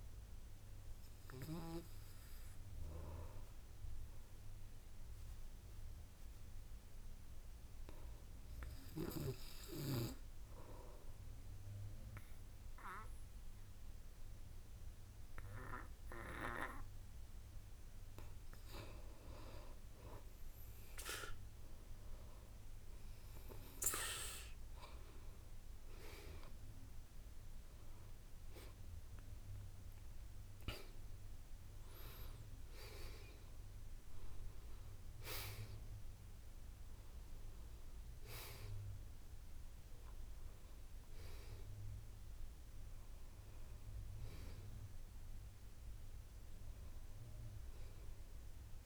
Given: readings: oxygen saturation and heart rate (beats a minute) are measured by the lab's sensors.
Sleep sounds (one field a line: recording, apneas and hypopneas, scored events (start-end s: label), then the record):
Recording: breathing in sleep by a room microphone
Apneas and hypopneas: 1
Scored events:
1.00-18.50 s: obstructive apnea (oxygen 98% before, 91% lowest, heart rate 58 before, 50 extreme, up 15 after)
7.00-9.00 s: long interval between heartbeats (device-marked, heart rate 57 before, 60 extreme)
16.50-48.86 s: oxygen desaturation (device-marked, oxygen 97% before, 91% lowest, heart rate 56 before, 51 extreme)
21.00-25.00 s: arousal
From the record:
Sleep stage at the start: N2 (light sleep)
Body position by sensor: on the back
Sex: male